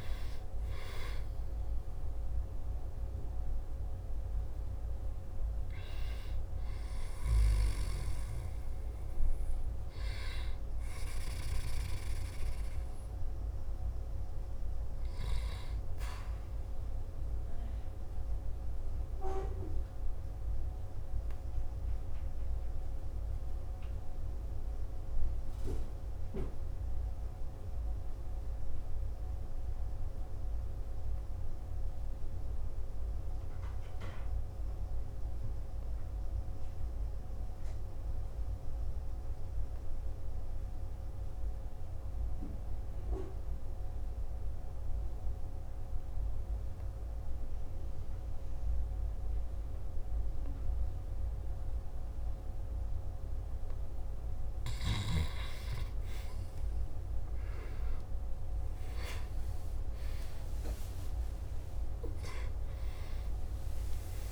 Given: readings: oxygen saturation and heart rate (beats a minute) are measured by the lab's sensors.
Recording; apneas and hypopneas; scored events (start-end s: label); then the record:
a person partly awake in a sleep study, by a room microphone; 1
0.00-9.00 s: oxygen desaturation (device-marked, oxygen 93% lowest, heart rate 55 extreme)
19.00-52.00 s: obstructive apnea (oxygen 97% before, 89% lowest, heart rate 58 before, 49 extreme, up 57 after)
28.00-40.00 s: oxygen desaturation (device-marked, oxygen 93% before, 89% lowest, heart rate 57 before, 49 extreme)
47.00-64.32 s: new sleep stage, awake
54.00-64.32 s: oxygen desaturation (device-marked, oxygen 98% before, 89% lowest, heart rate 51 before, 60 extreme)
55.00-60.00 s: tachycardia (device-marked, heart rate 54 before, 106 extreme)
56.50-58.50 s: long interval between heartbeats (device-marked, heart rate 51 before, 69 extreme)
58.50-60.50 s: long interval between heartbeats (device-marked, heart rate 54 before, 104 extreme)
60.50-62.50 s: long interval between heartbeats (device-marked, heart rate 59 before, 128 extreme)
From the record:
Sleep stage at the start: N2 (light sleep); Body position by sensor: on the back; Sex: male